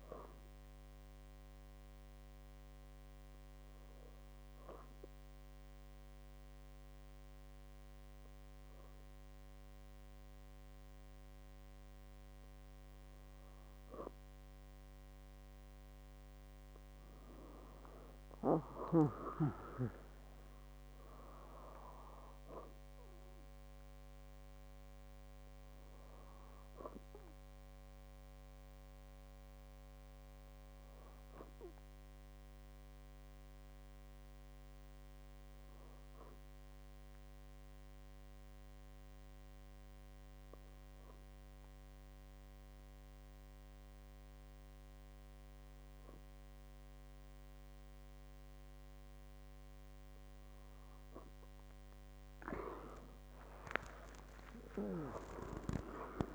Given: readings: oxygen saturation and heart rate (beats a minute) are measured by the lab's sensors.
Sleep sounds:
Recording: breathing in sleep by a microphone on the trachea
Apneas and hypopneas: 2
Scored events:
2.50-14.00 s: obstructive apnea (oxygen 99% before, 97% lowest, heart rate 67 before, 61 extreme, up 9 after)
16.50-19.50 s: arousal
30.50-50.00 s: obstructive apnea (oxygen 98% before, 97% lowest, heart rate 67 before, 59 extreme, up 58 after)
54.50-56.34 s: arousal
From the record:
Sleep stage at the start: N2 (light sleep)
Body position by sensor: on the back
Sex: female

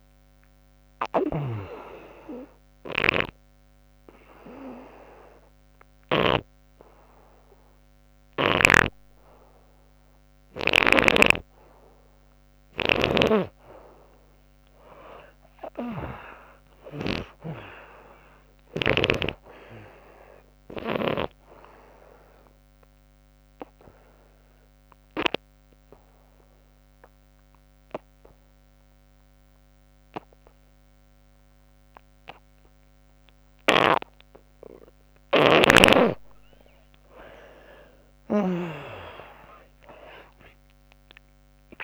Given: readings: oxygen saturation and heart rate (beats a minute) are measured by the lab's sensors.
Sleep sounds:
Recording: breathing in sleep by a microphone on the trachea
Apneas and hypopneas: 2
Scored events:
0.00-11.00 s: oxygen desaturation (device-marked, oxygen 73% lowest, heart rate 66 extreme)
0.50-6.00 s: snoring (device-marked)
2.50-12.50 s: obstructive apnea (oxygen 97% before, 73% lowest, heart rate 88 before, 65 extreme, up 13 after)
8.00-18.50 s: snoring (device-marked)
16.50-20.00 s: arousal
22.50-34.00 s: obstructive apnea (oxygen 98% before, 78% lowest, heart rate 81 before, 64 extreme, up 15 after)
24.00-31.00 s: oxygen desaturation (device-marked, oxygen 98% before, 86% lowest, heart rate 79 before, 64 extreme)
35.00-38.50 s: snoring (device-marked)
38.00-41.84 s: arousal
38.00-41.84 s: oxygen desaturation (device-marked, oxygen 94% before, 78% lowest, heart rate 75 before, 68 extreme)
From the record:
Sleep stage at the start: N2 (light sleep)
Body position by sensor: on the back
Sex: female

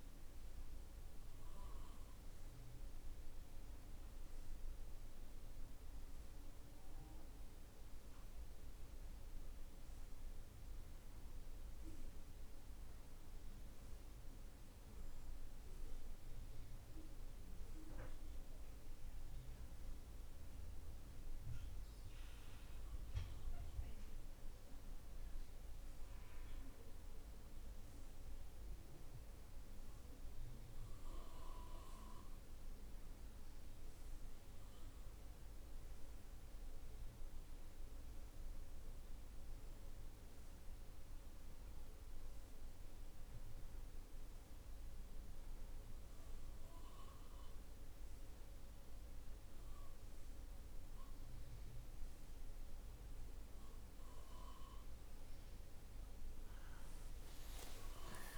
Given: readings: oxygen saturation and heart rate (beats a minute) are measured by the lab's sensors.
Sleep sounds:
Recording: breathing in sleep, hard to hear, by a room microphone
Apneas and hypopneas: none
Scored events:
none scored
From the record:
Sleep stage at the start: N2 (light sleep)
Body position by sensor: on the right side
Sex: male

